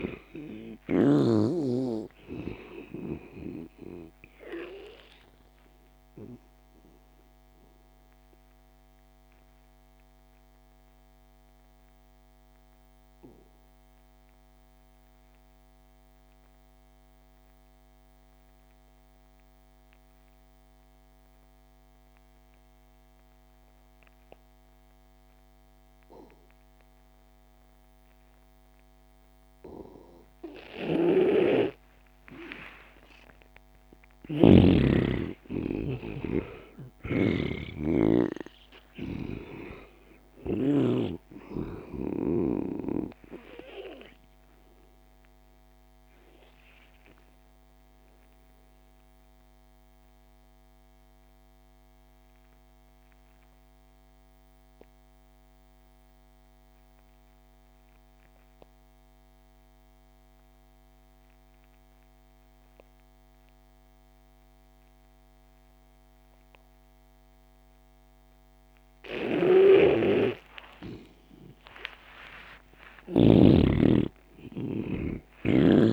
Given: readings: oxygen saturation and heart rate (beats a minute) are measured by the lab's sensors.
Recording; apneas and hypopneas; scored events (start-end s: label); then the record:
breathing in sleep by a microphone on the trachea; 2
0.00-16.00 s: oxygen desaturation (device-marked, oxygen 83% lowest)
4.00-32.00 s: obstructive apnea (oxygen 98% before, 81% lowest)
31.00-41.00 s: snoring (device-marked)
33.00-38.00 s: arousal
33.00-56.00 s: oxygen desaturation (device-marked, oxygen 97% before, 85% lowest)
43.50-70.50 s: obstructive apnea (oxygen 98% before, 76% lowest)
69.00-75.93 s: oxygen desaturation (device-marked, oxygen 98% before, 81% lowest)
69.50-73.50 s: snoring (device-marked)
71.00-75.00 s: arousal
From the record:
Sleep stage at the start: N2 (light sleep); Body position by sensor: on the back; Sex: male